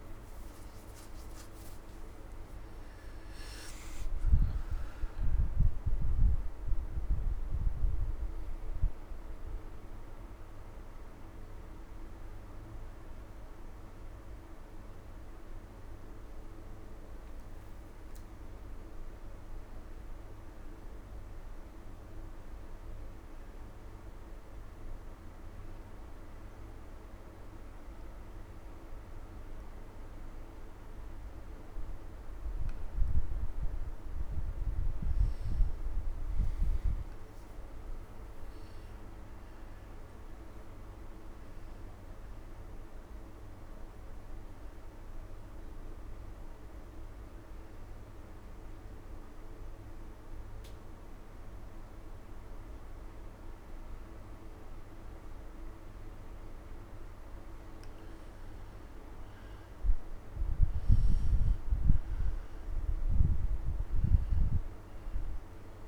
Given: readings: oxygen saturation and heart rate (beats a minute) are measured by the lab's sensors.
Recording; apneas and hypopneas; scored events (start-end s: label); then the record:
breathing in sleep, hard to hear, by a room microphone; 2
9.50-13.00 s: arousal
22.00-33.50 s: hypopnea (oxygen 96% before, 90% lowest, heart rate 67 before, 65 extreme, up 10 after)
29.50-48.50 s: oxygen desaturation (device-marked, oxygen 97% before, 91% lowest, heart rate 64 before, 65 extreme)
39.50-44.00 s: arousal
39.50-65.88 s: new sleep stage, N2 (light sleep)
47.50-57.50 s: obstructive apnea (oxygen 97% before, 90% lowest, heart rate 72 before, 64 extreme, up 10 after)
63.00-65.88 s: arousal
63.50-65.88 s: oxygen desaturation (device-marked, oxygen 95% before, 90% lowest, heart rate 68 before, 63 extreme)
From the record:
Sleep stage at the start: N1 (lightest sleep); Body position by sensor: on the back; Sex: male